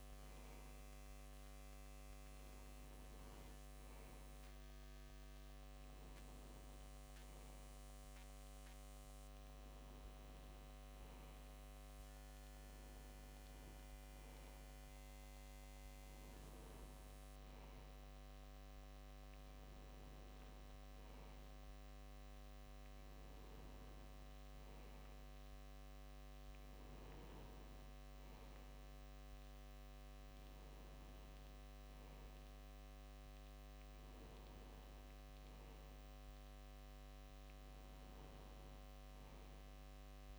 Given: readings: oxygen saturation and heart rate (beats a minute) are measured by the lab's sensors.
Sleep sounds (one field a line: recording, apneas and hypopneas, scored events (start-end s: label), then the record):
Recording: breathing in sleep, hard to hear, by a microphone on the trachea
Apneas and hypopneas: none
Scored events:
none scored
From the record:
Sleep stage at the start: N2 (light sleep)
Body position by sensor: on the left side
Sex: male